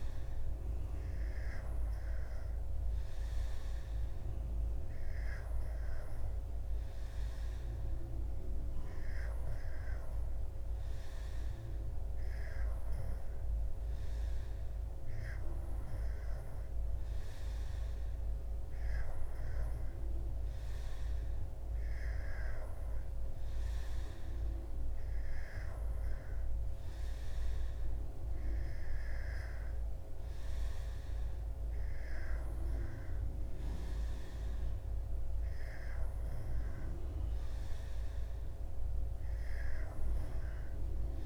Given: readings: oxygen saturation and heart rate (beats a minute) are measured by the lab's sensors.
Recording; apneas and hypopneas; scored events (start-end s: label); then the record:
breathing in sleep, hard to hear, by a room microphone; none
none scored
From the record:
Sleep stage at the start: N2 (light sleep); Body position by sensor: on the back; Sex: male